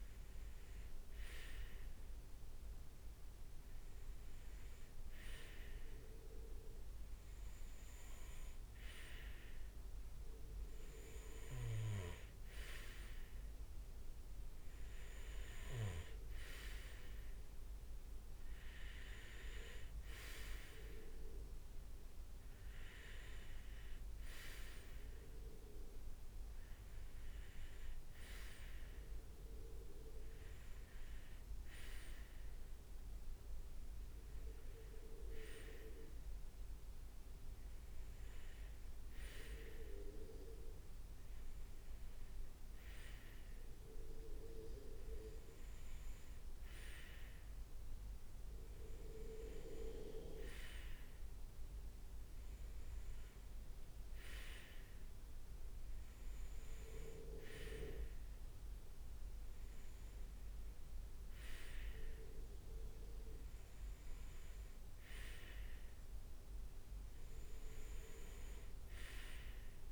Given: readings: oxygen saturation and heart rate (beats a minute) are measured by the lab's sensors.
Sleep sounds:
breathing in sleep by a room microphone; none
none scored
From the record:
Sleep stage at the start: REM sleep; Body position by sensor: on the right side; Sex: male

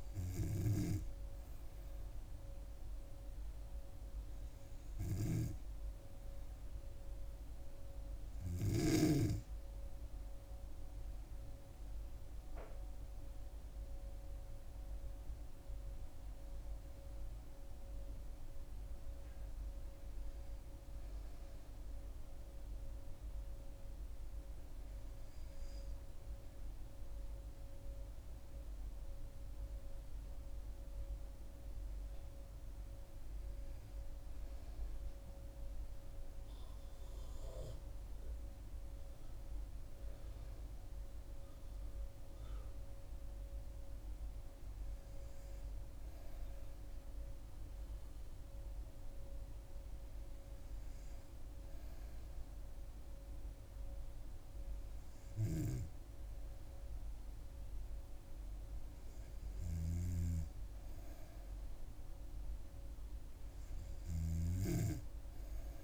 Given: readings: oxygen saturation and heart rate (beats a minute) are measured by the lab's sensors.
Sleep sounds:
breathing in sleep by a room microphone; none
27.00-30.50 s: arousal
From the record:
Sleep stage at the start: N2 (light sleep); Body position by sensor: on the back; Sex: female

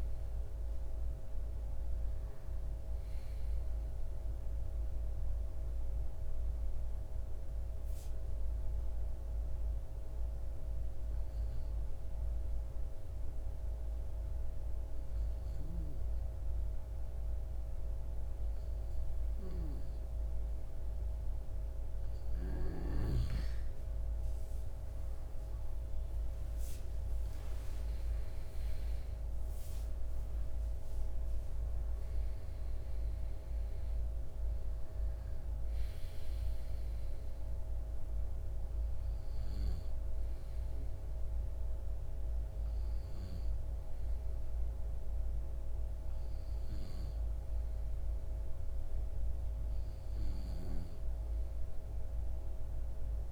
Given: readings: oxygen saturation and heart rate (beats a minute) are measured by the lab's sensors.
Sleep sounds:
breathing in sleep, hard to hear, by a room microphone; 1
4.50-21.50 s: mixed apnea (oxygen 97% before, 93% lowest)
25.00-29.50 s: arousal
31.50-49.50 s: oxygen desaturation (device-marked, oxygen 98% before, 93% lowest)
From the record:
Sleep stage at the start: N2 (light sleep); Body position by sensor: on the left side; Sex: male

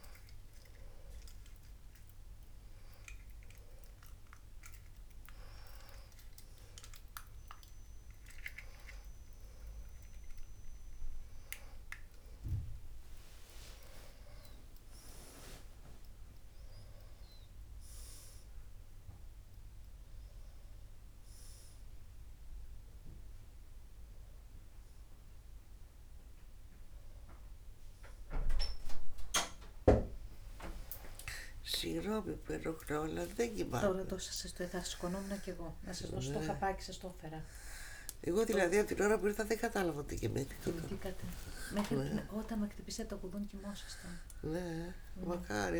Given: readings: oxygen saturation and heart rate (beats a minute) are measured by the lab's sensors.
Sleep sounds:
a person awake in a sleep study, by a room microphone; none
32.50-37.50 s: snoring (device-marked)
39.50-43.00 s: snoring (device-marked)
From the record:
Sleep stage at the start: awake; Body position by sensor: on the back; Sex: female

